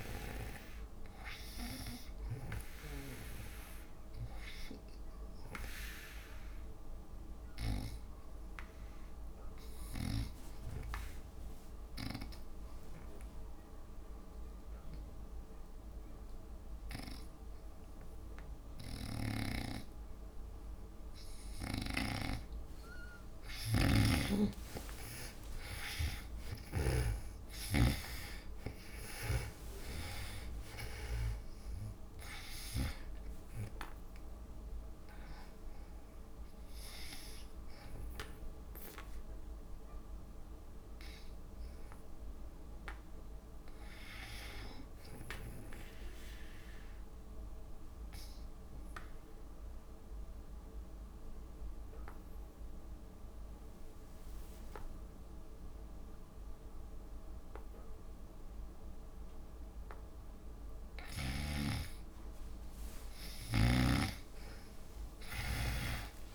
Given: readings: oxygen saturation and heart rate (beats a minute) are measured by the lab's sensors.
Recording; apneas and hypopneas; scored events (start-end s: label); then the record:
breathing in sleep by a room microphone; 2
0.00-7.00 s: oxygen desaturation (device-marked, oxygen 85% lowest)
5.50-7.50 s: long interval between heartbeats (device-marked)
7.50-19.50 s: obstructive apnea (oxygen 96% before, 83% lowest)
19.00-27.50 s: snoring (device-marked)
21.50-25.00 s: arousal
28.00-42.00 s: oxygen desaturation (device-marked, oxygen 94% before, 83% lowest)
46.00-60.50 s: obstructive apnea (oxygen 97% before, 84% lowest)
57.00-66.35 s: new sleep stage, awake
61.00-66.35 s: oxygen desaturation (device-marked, oxygen 97% before, 84% lowest)
64.00-66.35 s: snoring (device-marked)
From the record:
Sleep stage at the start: N2 (light sleep); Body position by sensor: on the back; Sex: female